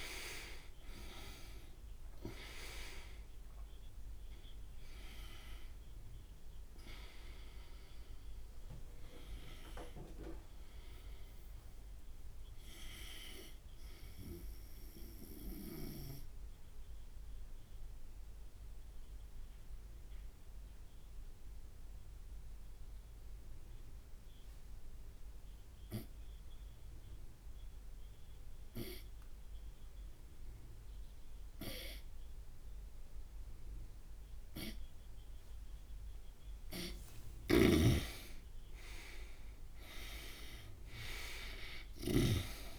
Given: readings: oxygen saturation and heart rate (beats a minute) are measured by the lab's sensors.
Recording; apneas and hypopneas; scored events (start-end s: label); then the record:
breathing in sleep by a room microphone; 1
0.00-1.50 s: arousal
0.00-15.00 s: oxygen desaturation (device-marked, oxygen 90% lowest)
18.50-36.50 s: obstructive apnea (oxygen 96% before, 86% lowest)
22.00-32.00 s: oxygen desaturation (device-marked, oxygen 92% before, 86% lowest)
37.50-42.50 s: snoring (device-marked)
38.50-42.50 s: arousal
From the record:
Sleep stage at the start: N2 (light sleep); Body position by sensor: on the right side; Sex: male